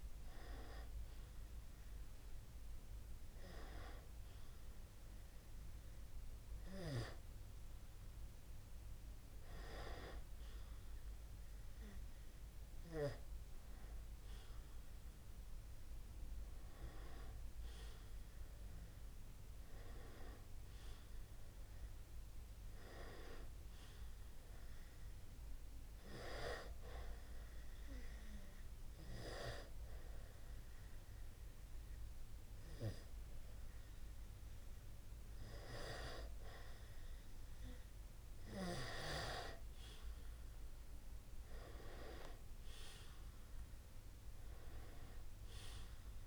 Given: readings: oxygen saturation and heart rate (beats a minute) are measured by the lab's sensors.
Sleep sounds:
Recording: breathing in sleep by a room microphone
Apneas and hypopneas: 1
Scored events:
18.50-22.50 s: arousal
25.50-36.50 s: hypopnea (oxygen 94% before, 90% lowest, heart rate 39 before, 40 extreme, up 13 after)
39.50-43.50 s: arousal
From the record:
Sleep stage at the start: N2 (light sleep)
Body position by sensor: on the back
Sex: male

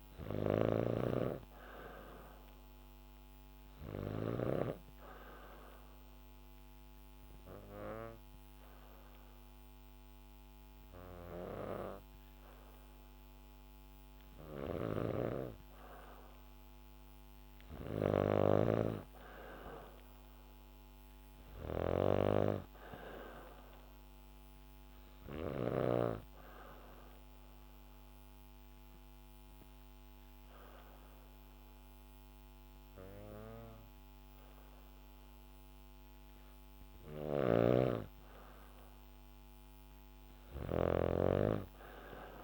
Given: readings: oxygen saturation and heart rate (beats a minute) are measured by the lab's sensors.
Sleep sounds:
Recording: breathing in sleep by a microphone on the trachea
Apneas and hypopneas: 2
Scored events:
0.00-1.00 s: arousal
0.00-4.00 s: snoring (device-marked)
4.50-15.50 s: obstructive apnea (oxygen 96% before, 93% lowest, heart rate 70 before, 65 extreme, up 2 after)
14.00-25.50 s: snoring (device-marked)
17.50-21.50 s: arousal
26.00-37.50 s: obstructive apnea (oxygen 96% before, 93% lowest, heart rate 70 before, 65 extreme, up 1 after)
36.50-42.44 s: snoring (device-marked)
39.00-42.44 s: arousal
From the record:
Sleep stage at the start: N2 (light sleep)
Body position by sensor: on the back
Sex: female

